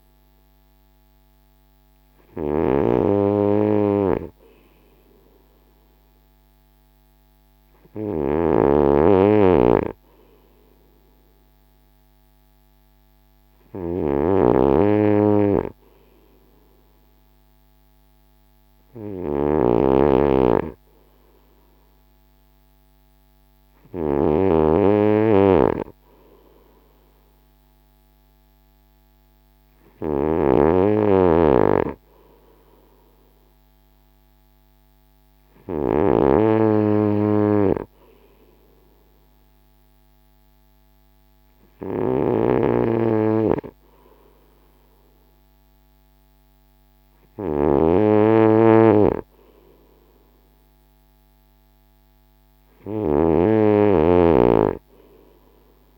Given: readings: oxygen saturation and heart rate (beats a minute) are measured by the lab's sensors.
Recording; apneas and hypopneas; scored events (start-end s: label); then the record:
breathing in sleep by a microphone on the trachea; none
0.00-55.98 s: snoring (device-marked)
From the record:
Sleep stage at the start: N2 (light sleep); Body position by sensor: on the front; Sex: male